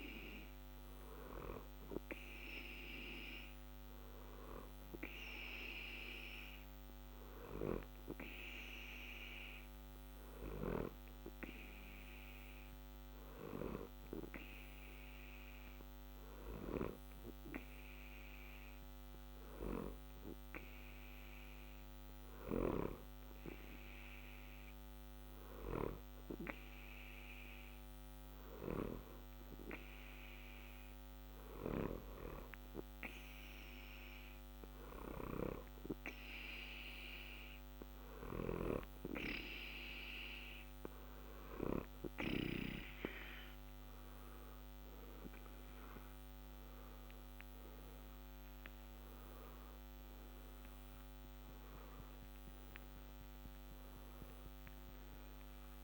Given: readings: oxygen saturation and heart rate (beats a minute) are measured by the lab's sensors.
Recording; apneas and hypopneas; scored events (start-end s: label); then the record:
breathing in sleep by a microphone on the trachea; 1
8.50-35.50 s: obstructive apnea (oxygen 91% before, 89% lowest, heart rate 60 before, 60 extreme, up 0 after)
37.50-42.50 s: arousal
From the record:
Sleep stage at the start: N2 (light sleep); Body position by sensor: on the back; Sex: male